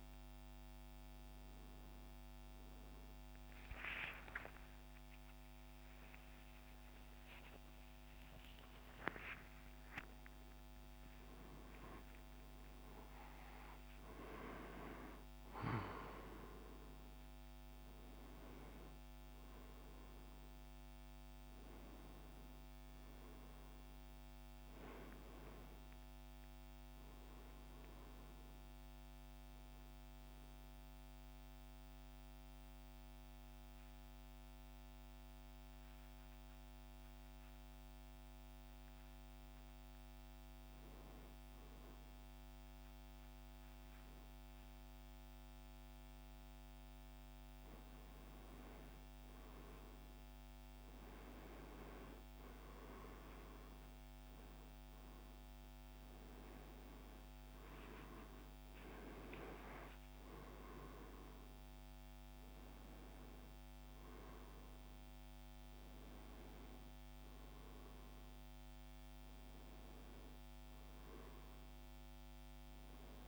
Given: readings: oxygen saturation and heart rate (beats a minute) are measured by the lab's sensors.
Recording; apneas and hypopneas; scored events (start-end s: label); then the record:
a person awake in a sleep study, by a microphone on the trachea; none
47.00-64.00 s: oxygen desaturation (device-marked, oxygen 97% before, 94% lowest, heart rate 75 before, 75 extreme)
From the record:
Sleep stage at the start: awake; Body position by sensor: on the right side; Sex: male